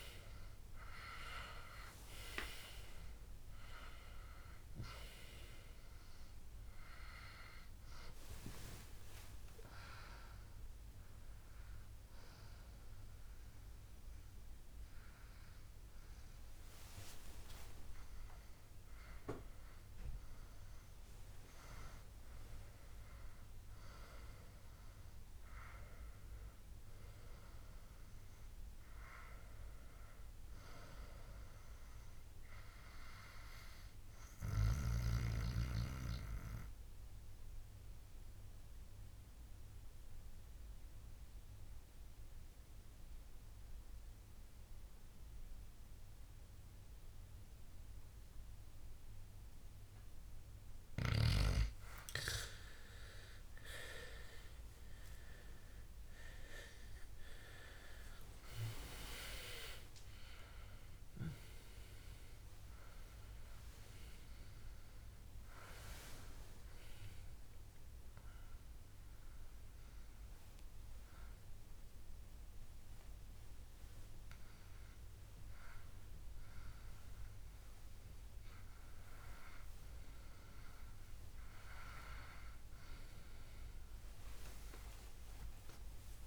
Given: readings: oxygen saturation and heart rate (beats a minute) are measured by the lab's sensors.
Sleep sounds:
breathing in sleep by a room microphone; 1
0.00-1.00 s: arousal
1.00-21.00 s: oxygen desaturation (device-marked, oxygen 98% before, 94% lowest, heart rate 66 before, 61 extreme)
26.00-30.50 s: arousal
35.50-51.50 s: obstructive apnea (oxygen 98% before, 92% lowest, heart rate 72 before, 61 extreme, up 20 after)
53.50-58.00 s: arousal
54.00-79.00 s: oxygen desaturation (device-marked, oxygen 96% before, 92% lowest, heart rate 64 before, 72 extreme)
From the record:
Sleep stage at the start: N2 (light sleep); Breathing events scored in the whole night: 363 in 5.3 hours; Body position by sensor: on the back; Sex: male

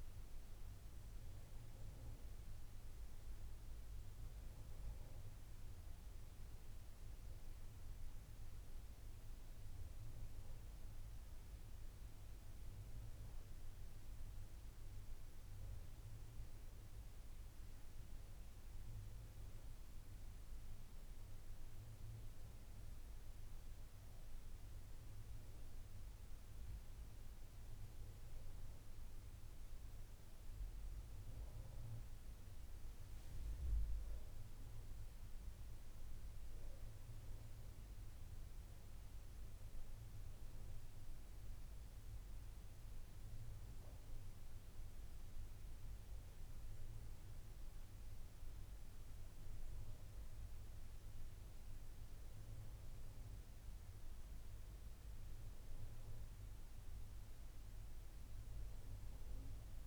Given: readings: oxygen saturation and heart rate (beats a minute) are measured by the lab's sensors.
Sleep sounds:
breathing in sleep, hard to hear, by a room microphone; none
none scored
From the record:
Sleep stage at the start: N2 (light sleep); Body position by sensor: on the back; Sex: female

